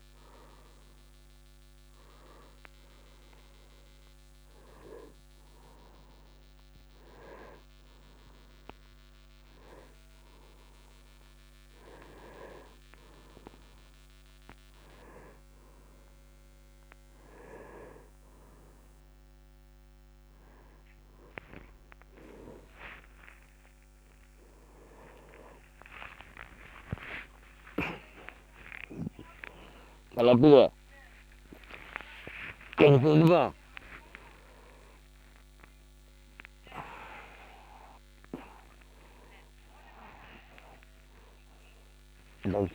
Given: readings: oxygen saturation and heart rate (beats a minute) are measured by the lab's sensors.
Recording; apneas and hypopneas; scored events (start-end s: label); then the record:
a person awake in a sleep study, by a microphone on the trachea; none
26.00-28.00 s: long interval between heartbeats (device-marked, heart rate 71 before, 99 extreme)
28.50-30.50 s: long interval between heartbeats (device-marked, heart rate 76 before, 126 extreme)
32.50-34.50 s: long interval between heartbeats (device-marked, heart rate 88 before, 124 extreme)
From the record:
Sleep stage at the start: awake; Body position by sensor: on the right side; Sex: male